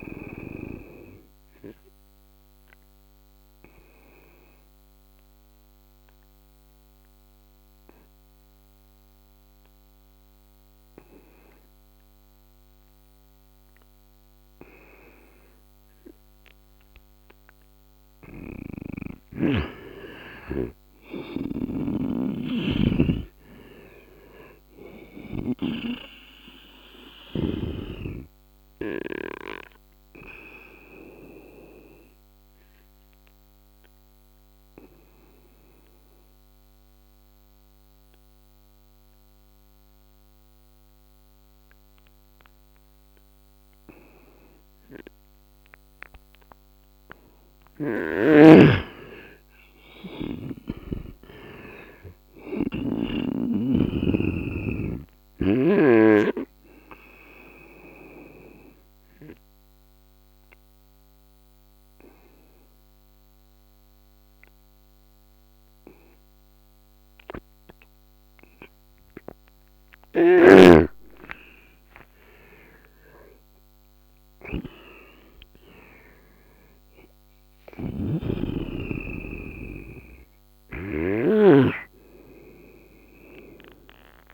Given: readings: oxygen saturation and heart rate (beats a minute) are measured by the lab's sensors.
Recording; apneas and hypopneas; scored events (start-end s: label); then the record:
breathing in sleep by a microphone on the trachea; 3
1.50-18.50 s: obstructive apnea (oxygen 95% before, 88% lowest, heart rate 78 before, 71 extreme, up 11 after)
11.50-23.50 s: oxygen desaturation (device-marked, oxygen 95% before, 88% lowest, heart rate 79 before, 71 extreme)
20.50-25.00 s: snoring (device-marked)
23.00-27.00 s: arousal
29.50-34.50 s: oxygen desaturation (device-marked, oxygen 97% before, 93% lowest, heart rate 76 before, 71 extreme)
31.50-46.50 s: obstructive apnea (oxygen 97% before, 89% lowest, heart rate 77 before, 71 extreme, up 12 after)
36.50-51.50 s: oxygen desaturation (device-marked, oxygen 97% before, 89% lowest, heart rate 78 before, 73 extreme)
48.50-52.50 s: arousal
57.50-71.50 s: obstructive apnea (oxygen 97% before, 90% lowest, heart rate 77 before, 76 extreme, up 11 after)
68.50-77.50 s: oxygen desaturation (device-marked, oxygen 95% before, 90% lowest, heart rate 79 before, 79 extreme)
69.50-84.34 s: snoring (device-marked)
From the record:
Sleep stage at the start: N2 (light sleep); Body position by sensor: on the right side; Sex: male